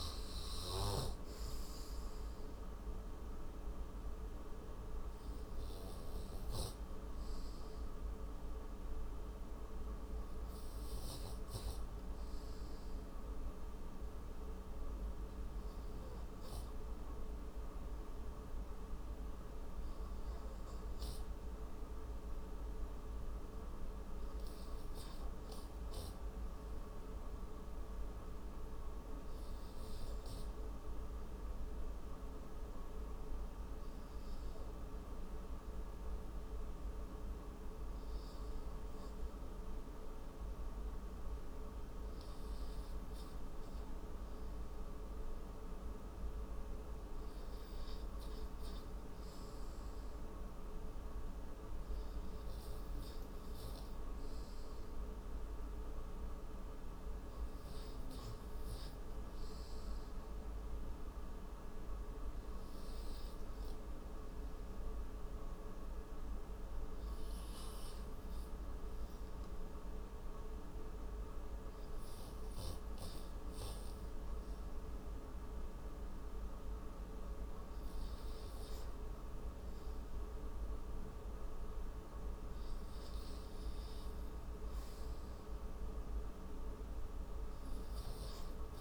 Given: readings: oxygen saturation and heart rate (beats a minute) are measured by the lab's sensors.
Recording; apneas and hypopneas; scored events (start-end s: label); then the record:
breathing in sleep, hard to hear, by a room microphone; 2
0.00-2.00 s: oxygen desaturation (device-marked, oxygen 90% lowest)
7.00-88.81 s: new sleep stage, REM sleep
8.50-41.50 s: hypopnea (oxygen 96% before, 89% lowest)
42.00-51.00 s: oxygen desaturation (device-marked, oxygen 99% before, 95% lowest)
43.50-46.50 s: arousal
53.00-71.00 s: oxygen desaturation (device-marked, oxygen 97% before, 89% lowest)
64.50-77.00 s: hypopnea (oxygen 99% before, 89% lowest)
80.00-84.00 s: arousal
From the record:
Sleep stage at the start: N2 (light sleep); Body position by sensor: on the right side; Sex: male